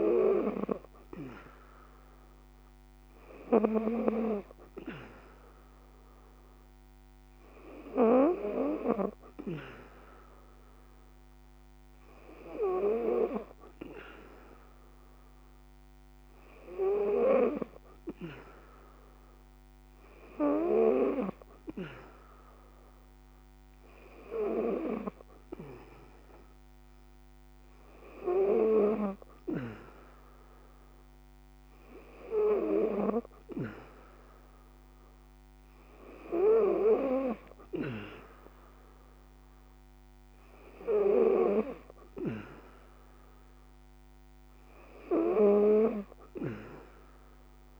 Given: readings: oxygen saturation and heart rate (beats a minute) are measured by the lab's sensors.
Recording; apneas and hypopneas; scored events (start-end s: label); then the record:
breathing in sleep by a microphone on the trachea; none
none scored
From the record:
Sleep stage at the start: N3 (deep sleep); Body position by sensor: on the back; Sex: female